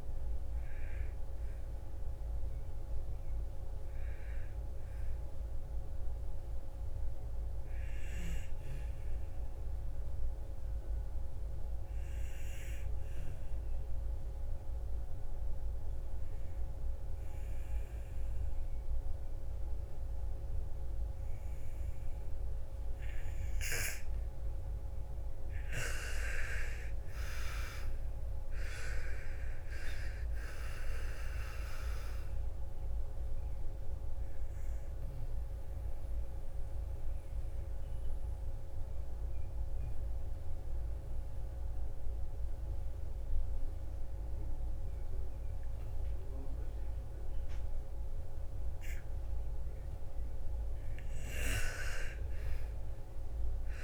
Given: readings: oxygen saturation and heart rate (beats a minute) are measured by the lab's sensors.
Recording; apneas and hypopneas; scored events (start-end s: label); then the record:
breathing in sleep by a room microphone; 2
0.00-5.00 s: oxygen desaturation (device-marked, oxygen 93% lowest, heart rate 53 extreme)
8.50-23.50 s: obstructive apnea (oxygen 98% before, 85% lowest, heart rate 59 before, 51 extreme, up 16 after)
22.00-53.84 s: oxygen desaturation (device-marked, oxygen 97% before, 85% lowest, heart rate 55 before, 51 extreme)
25.00-29.00 s: arousal
34.00-49.50 s: mixed apnea (oxygen 97% before, 85% lowest, heart rate 58 before, 51 extreme, up 14 after)
51.50-53.84 s: arousal
From the record:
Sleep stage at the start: N2 (light sleep); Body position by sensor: on the back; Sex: female